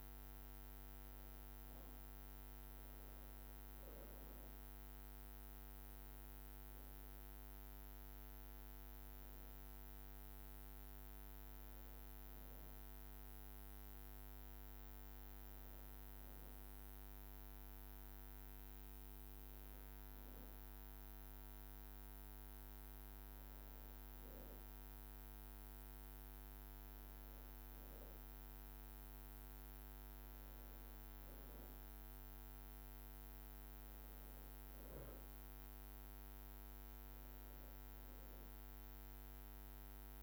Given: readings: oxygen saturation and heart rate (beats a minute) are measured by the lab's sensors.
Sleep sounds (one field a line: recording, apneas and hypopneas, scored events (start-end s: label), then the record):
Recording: breathing in sleep, hard to hear, by a microphone on the trachea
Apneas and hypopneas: 1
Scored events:
0.00-12.50 s: drop in pulse transit time (device-marked, heart rate 54 extreme)
9.50-23.00 s: hypopnea (oxygen 97% before, 95% lowest, heart rate 57 before, 56 extreme, up 3 after)
From the record:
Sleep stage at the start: N2 (light sleep)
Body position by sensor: on the back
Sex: female